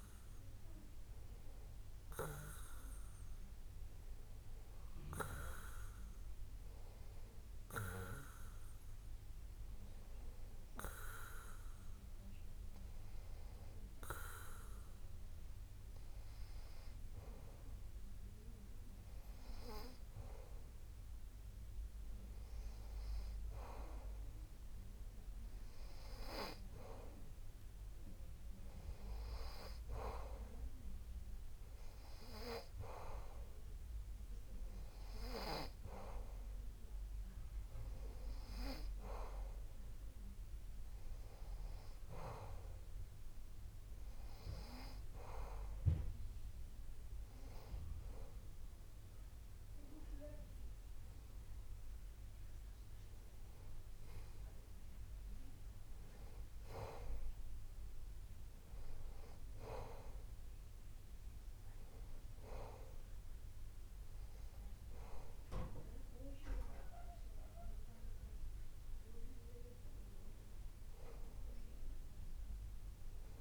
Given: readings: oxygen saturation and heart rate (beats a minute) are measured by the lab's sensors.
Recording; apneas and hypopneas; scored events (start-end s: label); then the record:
a person awake in a sleep study, by a room microphone; none
none scored
From the record:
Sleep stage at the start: awake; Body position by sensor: on the back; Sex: male